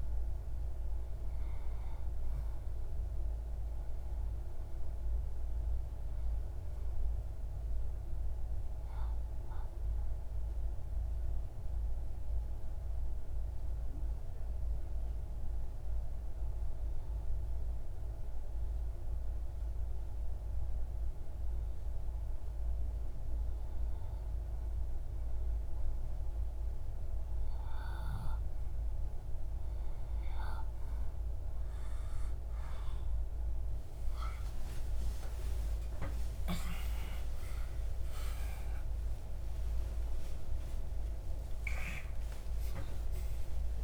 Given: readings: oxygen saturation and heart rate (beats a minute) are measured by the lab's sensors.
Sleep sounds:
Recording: breathing in sleep by a room microphone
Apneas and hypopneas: 1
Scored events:
5.00-21.50 s: hypopnea (oxygen 94% before, 93% lowest)
33.50-40.00 s: arousal
From the record:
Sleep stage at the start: REM sleep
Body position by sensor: on the back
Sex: male

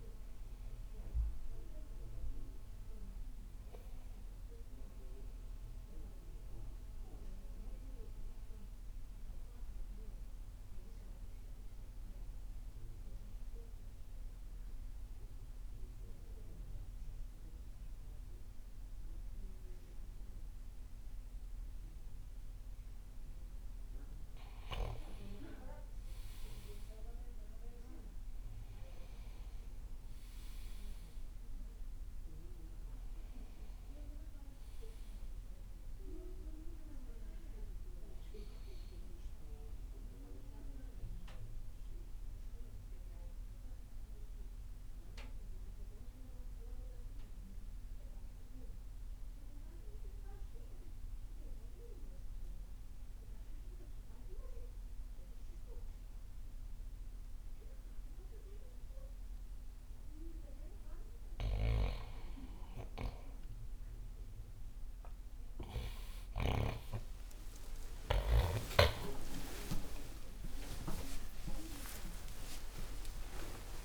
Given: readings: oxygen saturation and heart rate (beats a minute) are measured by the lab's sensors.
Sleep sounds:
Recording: breathing in sleep by a room microphone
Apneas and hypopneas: 2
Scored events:
7.50-24.50 s: mixed apnea (oxygen 98% before, 94% lowest, heart rate 75 before, 57 extreme, up 12 after)
25.50-30.00 s: arousal
32.50-52.50 s: oxygen desaturation (device-marked, oxygen 98% before, 94% lowest, heart rate 61 before, 59 extreme)
40.50-61.00 s: mixed apnea (oxygen 98% before, 94% lowest)
63.50-73.85 s: new sleep stage, awake
From the record:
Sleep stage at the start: N2 (light sleep)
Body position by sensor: on the right side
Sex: male

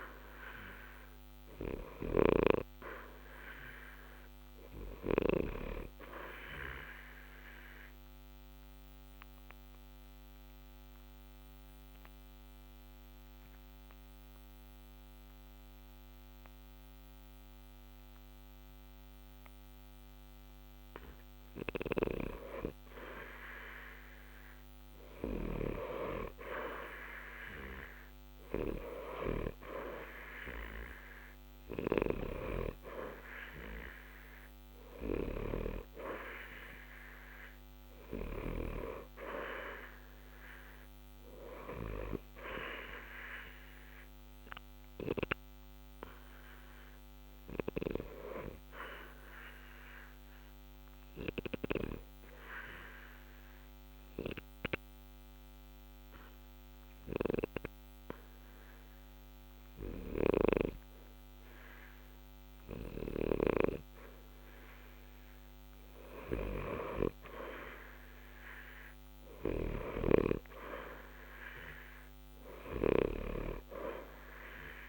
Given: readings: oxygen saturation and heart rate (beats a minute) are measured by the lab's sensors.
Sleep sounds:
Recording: breathing in sleep by a microphone on the trachea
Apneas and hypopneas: 2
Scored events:
4.50-20.50 s: obstructive apnea (oxygen 90% before, 83% lowest, heart rate 60 before, 60 extreme, up 0 after)
10.50-31.50 s: oxygen desaturation (device-marked, oxygen 90% before, 84% lowest, heart rate 60 before, 60 extreme)
22.50-26.00 s: arousal
45.50-64.50 s: oxygen desaturation (device-marked, oxygen 89% before, 83% lowest, heart rate 60 before, 60 extreme)
49.00-64.00 s: obstructive apnea (oxygen 89% before, 83% lowest, heart rate 60 before, 60 extreme, up 0 after)
67.00-70.50 s: arousal
From the record:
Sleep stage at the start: N2 (light sleep)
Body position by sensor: on the back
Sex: male

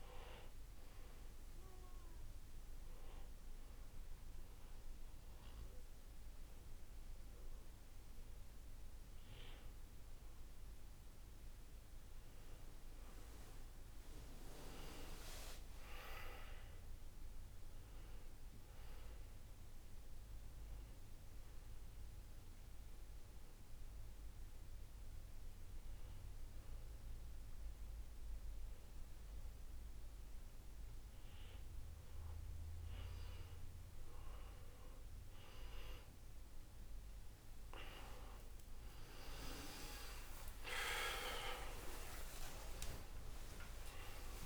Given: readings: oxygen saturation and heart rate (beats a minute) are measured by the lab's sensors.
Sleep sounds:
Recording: breathing in sleep by a room microphone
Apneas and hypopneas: 2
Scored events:
0.00-10.50 s: oxygen desaturation (device-marked, oxygen 92% lowest, heart rate 54 extreme)
2.00-12.50 s: obstructive apnea (oxygen 98% before, 92% lowest, heart rate 52 before, 54 extreme, up 16 after)
14.00-17.50 s: arousal
20.00-30.50 s: hypopnea (oxygen 98% before, 92% lowest, heart rate 60 before, 62 extreme, up 7 after)
33.50-44.46 s: new sleep stage, N1 (lightest sleep)
40.00-44.46 s: arousal
40.50-44.46 s: oxygen desaturation (device-marked, oxygen 97% before, 93% lowest, heart rate 65 before, 59 extreme)
From the record:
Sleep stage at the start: N2 (light sleep)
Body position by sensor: on the back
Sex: male

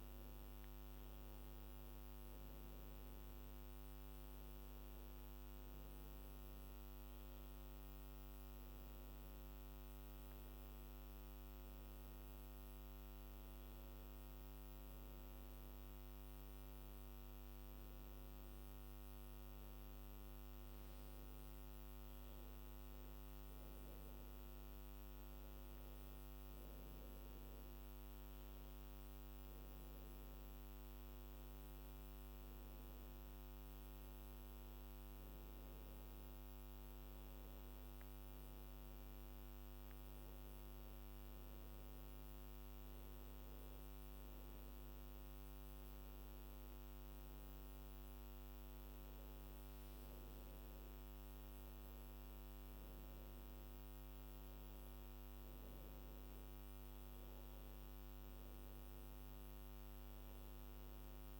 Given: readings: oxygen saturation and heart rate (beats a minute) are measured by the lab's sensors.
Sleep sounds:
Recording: breathing in sleep, hard to hear, by a microphone on the trachea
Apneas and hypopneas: none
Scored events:
none scored
From the record:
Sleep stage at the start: N1 (lightest sleep)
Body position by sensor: on the back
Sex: female

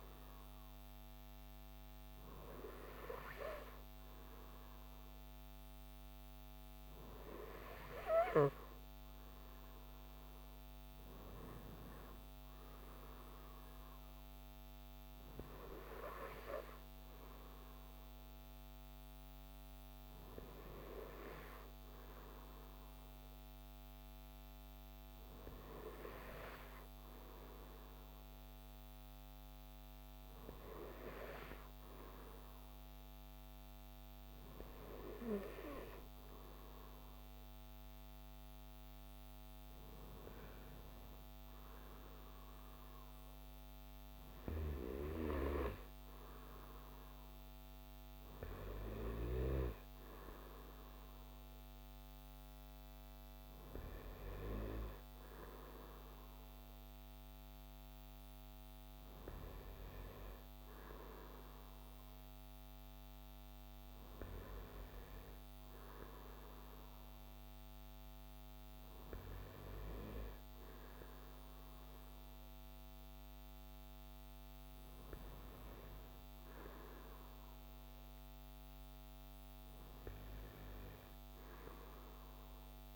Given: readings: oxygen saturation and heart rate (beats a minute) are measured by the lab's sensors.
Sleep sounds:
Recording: breathing in sleep by a microphone on the trachea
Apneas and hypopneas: none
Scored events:
none scored
From the record:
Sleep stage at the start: N2 (light sleep)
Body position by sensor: on the right side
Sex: male

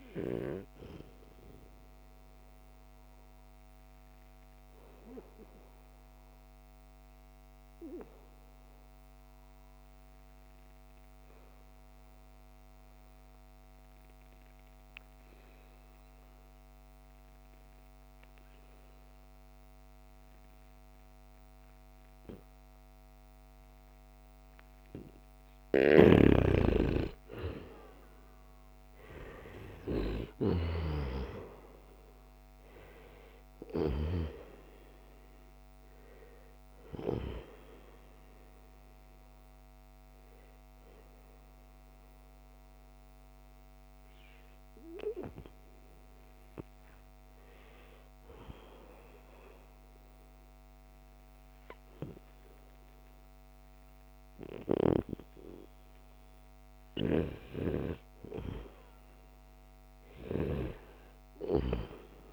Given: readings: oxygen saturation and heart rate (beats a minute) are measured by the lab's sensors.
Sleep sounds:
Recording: breathing in sleep by a microphone on the trachea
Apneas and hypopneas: 2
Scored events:
0.00-11.50 s: oxygen desaturation (device-marked, oxygen 91% lowest, heart rate 68 extreme)
0.50-25.50 s: obstructive apnea (oxygen 96% before, 90% lowest, heart rate 76 before, 68 extreme, up 7 after)
26.00-31.00 s: snoring (device-marked)
26.50-31.50 s: arousal
29.50-55.50 s: oxygen desaturation (device-marked, oxygen 96% before, 90% lowest, heart rate 72 before, 78 extreme)
39.00-55.00 s: hypopnea (oxygen 97% before, 88% lowest, heart rate 74 before, 78 extreme, up 0 after)
58.00-62.33 s: arousal
From the record:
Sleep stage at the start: N2 (light sleep)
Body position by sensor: on the right side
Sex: male

